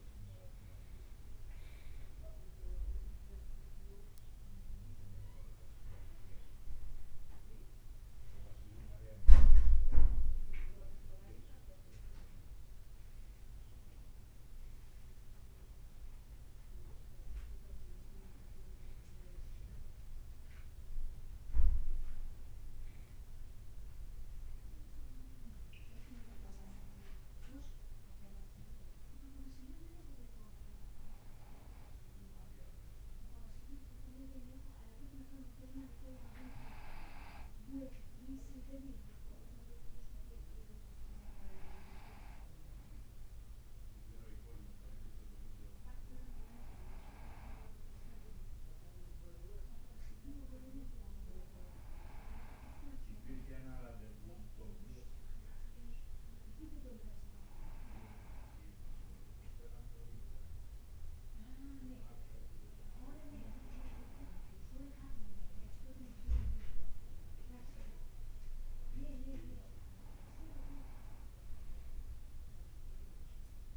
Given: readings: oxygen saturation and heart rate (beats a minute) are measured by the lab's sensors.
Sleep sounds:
breathing in sleep by a room microphone; 1
26.50-68.50 s: hypopnea (oxygen 99% before, 93% lowest, heart rate 58 before, 55 extreme, up 1 after)
From the record:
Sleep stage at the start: N1 (lightest sleep); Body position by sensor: on the back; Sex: male

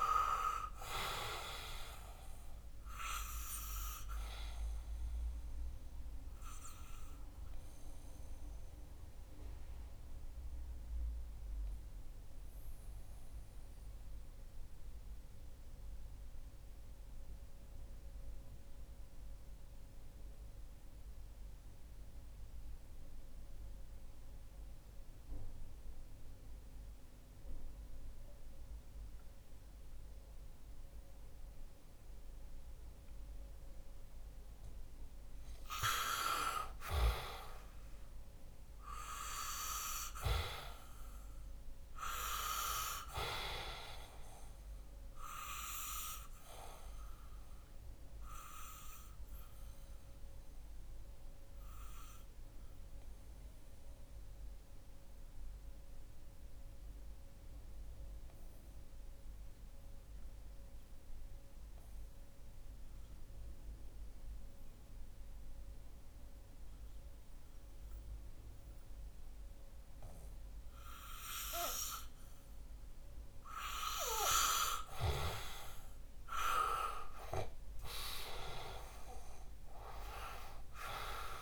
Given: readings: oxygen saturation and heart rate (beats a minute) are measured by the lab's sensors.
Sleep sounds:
breathing in sleep by a room microphone; 2
0.00-23.50 s: oxygen desaturation (device-marked, oxygen 89% lowest, heart rate 58 extreme)
5.00-35.00 s: mixed apnea (oxygen 99% before, 89% lowest, heart rate 65 before, 58 extreme, up 1 after)
37.50-41.50 s: arousal
42.50-63.50 s: oxygen desaturation (device-marked, oxygen 97% before, 91% lowest, heart rate 66 before, 58 extreme)
47.00-73.00 s: obstructive apnea (oxygen 98% before, 91% lowest, heart rate 66 before, 58 extreme, up 7 after)
77.00-81.42 s: arousal
From the record:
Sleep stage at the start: N2 (light sleep); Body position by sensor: on the back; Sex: male

